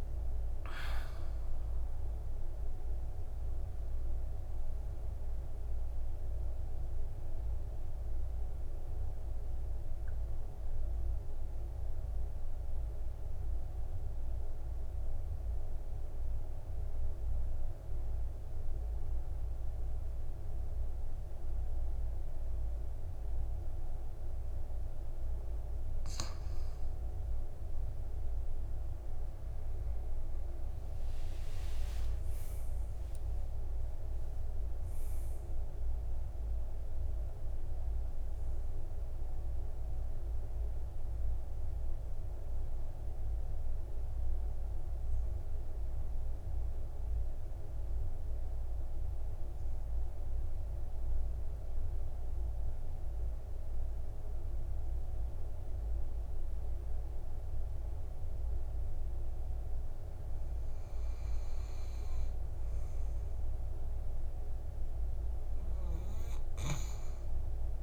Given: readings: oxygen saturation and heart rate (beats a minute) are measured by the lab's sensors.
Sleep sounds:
breathing in sleep, hard to hear, by a room microphone; 2
0.00-1.50 s: arousal
0.50-20.50 s: oxygen desaturation (device-marked, oxygen 99% before, 94% lowest, heart rate 60 before, 55 extreme)
10.50-25.50 s: central apnea (oxygen 99% before, 93% lowest, heart rate 66 before, 55 extreme, up 11 after)
27.50-31.50 s: arousal
35.50-48.50 s: oxygen desaturation (device-marked, oxygen 98% before, 93% lowest, heart rate 61 before, 55 extreme)
44.00-60.50 s: mixed apnea (oxygen 99% before, 92% lowest, heart rate 62 before, 52 extreme, up 4 after)
66.50-67.83 s: arousal
66.50-67.83 s: oxygen desaturation (device-marked, oxygen 99% before, 93% lowest, heart rate 57 before, 52 extreme)
From the record:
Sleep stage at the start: N2 (light sleep); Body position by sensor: on the back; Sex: male

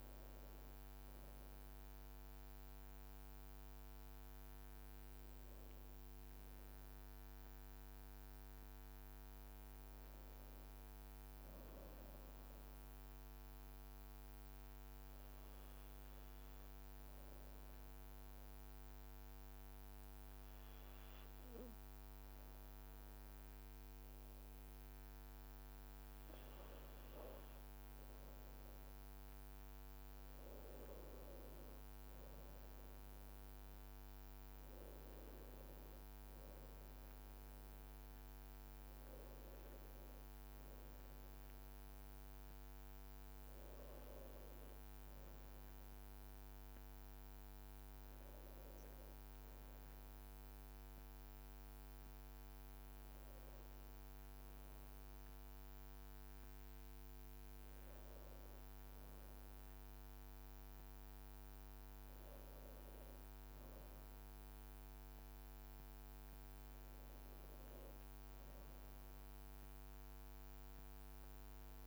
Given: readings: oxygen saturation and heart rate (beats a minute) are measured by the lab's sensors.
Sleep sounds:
breathing in sleep, hard to hear, by a microphone on the trachea; 1
12.50-25.50 s: obstructive apnea (oxygen 97% before, 91% lowest, heart rate 53 before, 52 extreme, up 2 after)
21.00-23.00 s: oxygen desaturation (device-marked, oxygen 95% before, 94% lowest, heart rate 53 before, 52 extreme)
28.50-33.00 s: arousal
66.00-70.00 s: arousal
From the record:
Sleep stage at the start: N2 (light sleep); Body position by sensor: on the back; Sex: male

